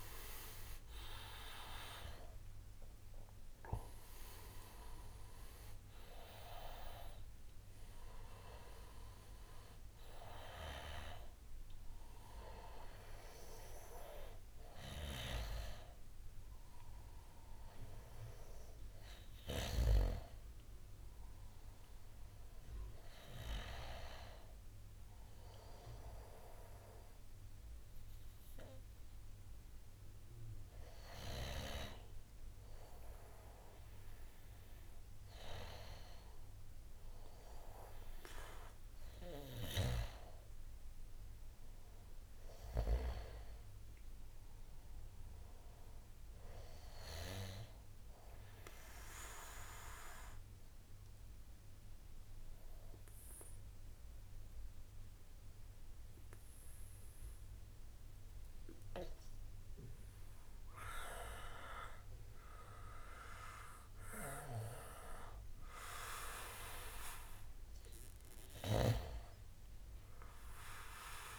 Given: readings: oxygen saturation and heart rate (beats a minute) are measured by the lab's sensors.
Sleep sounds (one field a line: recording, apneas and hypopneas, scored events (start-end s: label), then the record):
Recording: a person partly awake in a sleep study, by a room microphone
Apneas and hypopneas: 1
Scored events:
3.00-71.38 s: new sleep stage, N2 (light sleep)
40.00-44.50 s: arousal
49.00-61.00 s: obstructive apnea (oxygen 97% before, 92% lowest, heart rate 62 before, 40 extreme, up 3 after)
62.50-66.00 s: arousal
From the record:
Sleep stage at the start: awake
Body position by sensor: on the back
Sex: male